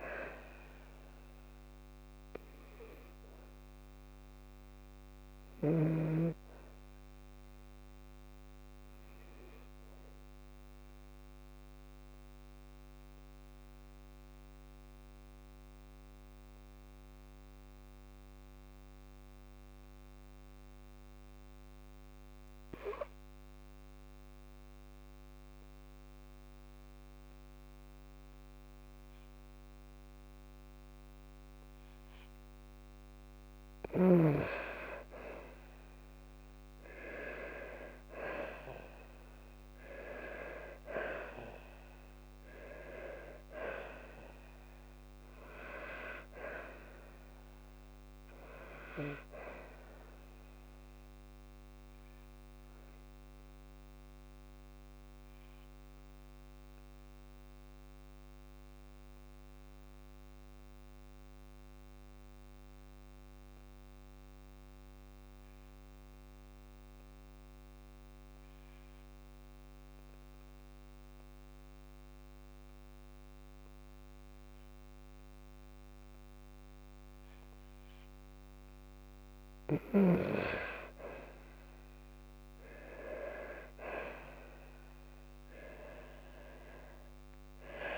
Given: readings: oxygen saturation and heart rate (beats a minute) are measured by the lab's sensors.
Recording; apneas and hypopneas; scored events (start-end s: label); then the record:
breathing in sleep by a microphone on the trachea; 2
7.50-31.50 s: obstructive apnea (oxygen 98% before, 92% lowest, heart rate 58 before, 53 extreme, up 7 after)
18.00-31.00 s: oxygen desaturation (device-marked, oxygen 97% before, 93% lowest, heart rate 56 before, 53 extreme)
34.00-38.00 s: arousal
50.50-77.50 s: obstructive apnea (oxygen 98% before, 92% lowest, heart rate 59 before, 52 extreme, up 7 after)
66.00-78.00 s: oxygen desaturation (device-marked, oxygen 96% before, 92% lowest, heart rate 56 before, 52 extreme)
83.50-87.98 s: arousal
From the record:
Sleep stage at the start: N2 (light sleep); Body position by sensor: on the left side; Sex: female